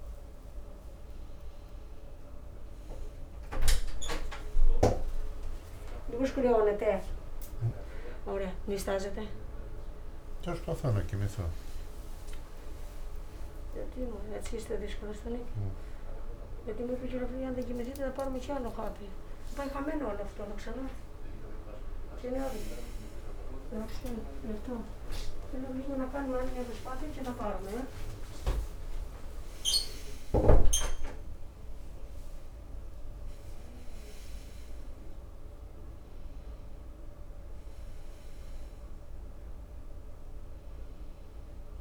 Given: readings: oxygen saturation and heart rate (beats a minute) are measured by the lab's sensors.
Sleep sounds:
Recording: breathing in sleep by a room microphone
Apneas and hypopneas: none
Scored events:
10.00-14.50 s: arousal
19.50-41.81 s: new sleep stage, N2 (light sleep)
From the record:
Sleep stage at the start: N1 (lightest sleep)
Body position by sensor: on the right side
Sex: male

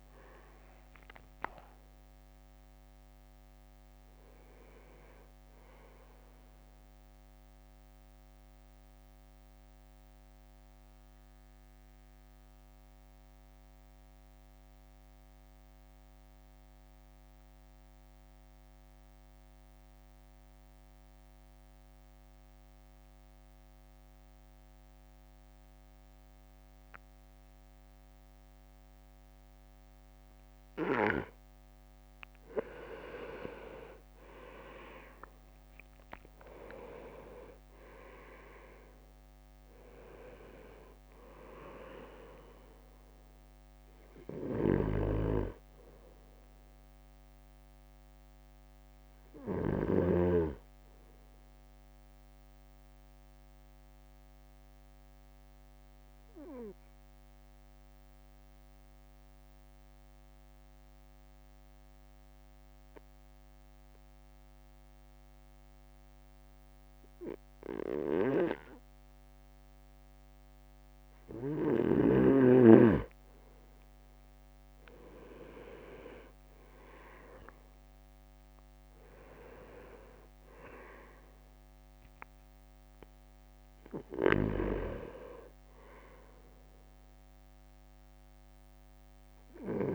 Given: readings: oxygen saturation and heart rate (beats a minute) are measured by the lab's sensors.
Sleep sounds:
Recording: breathing in sleep by a microphone on the trachea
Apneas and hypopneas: 2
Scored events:
0.00-1.00 s: arousal
0.00-3.00 s: leg movement (device-marked)
0.00-12.00 s: drop in pulse transit time (device-marked, heart rate 55 extreme)
7.50-30.00 s: obstructive apnea (oxygen 99% before, 96% lowest, heart rate 59 before, 52 extreme, up 5 after)
32.00-34.00 s: leg movement (device-marked)
34.00-47.00 s: oxygen desaturation (device-marked, oxygen 99% before, 96% lowest, heart rate 55 before, 52 extreme)
34.50-38.00 s: arousal
35.00-36.00 s: leg movement (device-marked)
36.00-47.00 s: drop in pulse transit time (device-marked, heart rate 55 before, 54 extreme)
44.50-50.00 s: snoring (device-marked)
52.00-71.00 s: obstructive apnea (oxygen 99% before, 96% lowest, heart rate 55 before, 51 extreme, up 4 after)
74.00-77.50 s: leg movement (device-marked)
75.00-79.50 s: arousal
77.00-89.00 s: drop in pulse transit time (device-marked, heart rate 56 before, 56 extreme)
84.00-89.95 s: snoring (device-marked)
From the record:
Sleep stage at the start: N2 (light sleep)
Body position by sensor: on the right side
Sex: male

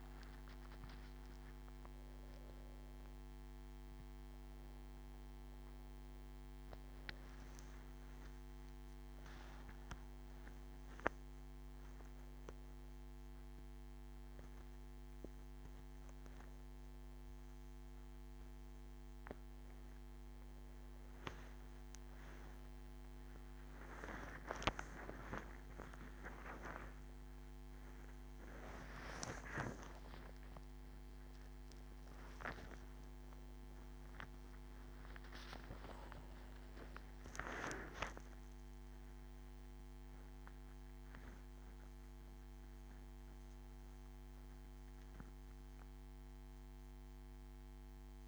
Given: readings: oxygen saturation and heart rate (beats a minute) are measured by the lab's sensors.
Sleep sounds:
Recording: a person awake in a sleep study, by a microphone on the trachea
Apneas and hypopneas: none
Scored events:
none scored
From the record:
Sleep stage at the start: awake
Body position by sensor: on the back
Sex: male

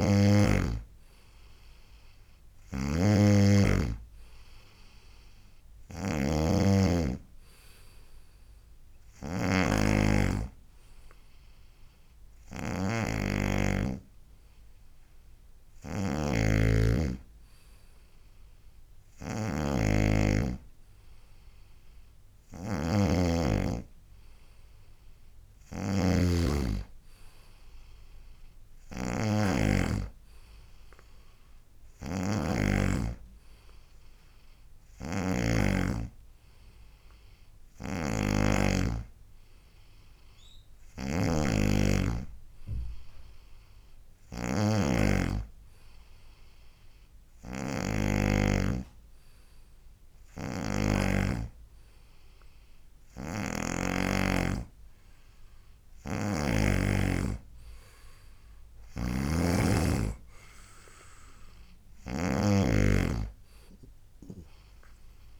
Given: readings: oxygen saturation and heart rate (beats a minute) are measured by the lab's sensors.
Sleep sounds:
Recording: breathing in sleep by a room microphone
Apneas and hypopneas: none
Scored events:
0.00-1.00 s: arousal
0.00-33.00 s: snoring (device-marked)
0.50-21.50 s: oxygen desaturation (device-marked, oxygen 96% before, 93% lowest, heart rate 74 before, 72 extreme)
35.00-57.00 s: snoring (device-marked)
59.00-65.40 s: snoring (device-marked)
From the record:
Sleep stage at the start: N2 (light sleep)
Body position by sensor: on the right side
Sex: male

